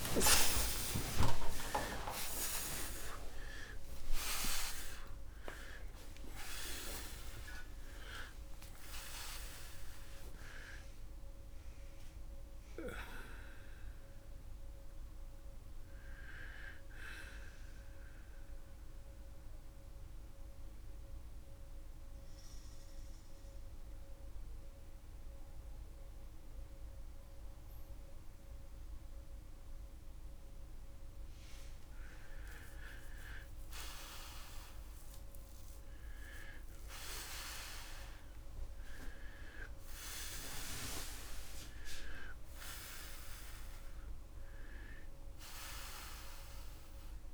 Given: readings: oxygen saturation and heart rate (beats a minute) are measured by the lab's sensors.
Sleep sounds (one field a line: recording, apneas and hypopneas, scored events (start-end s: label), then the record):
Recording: a person partly awake in a sleep study, by a room microphone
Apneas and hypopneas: 1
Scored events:
16.00-47.34 s: new sleep stage, N2 (light sleep)
18.50-31.00 s: central apnea (oxygen 91% before, 90% lowest, heart rate 130 before, 45 extreme, up 35 after)
33.00-36.50 s: arousal
From the record:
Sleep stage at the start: awake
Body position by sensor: on the back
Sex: male